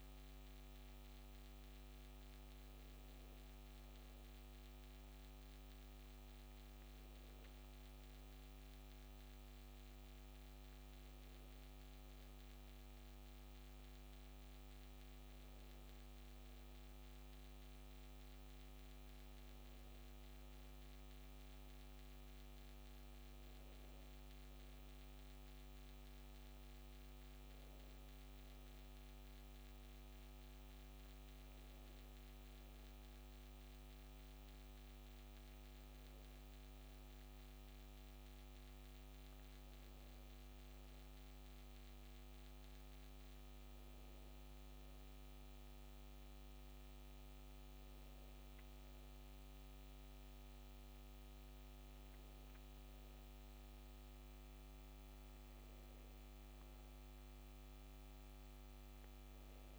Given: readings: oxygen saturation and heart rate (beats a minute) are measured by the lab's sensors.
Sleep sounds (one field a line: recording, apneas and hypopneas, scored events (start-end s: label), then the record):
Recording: breathing in sleep, hard to hear, by a microphone on the trachea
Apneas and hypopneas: none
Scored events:
none scored
From the record:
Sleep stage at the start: N2 (light sleep)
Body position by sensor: on the back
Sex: female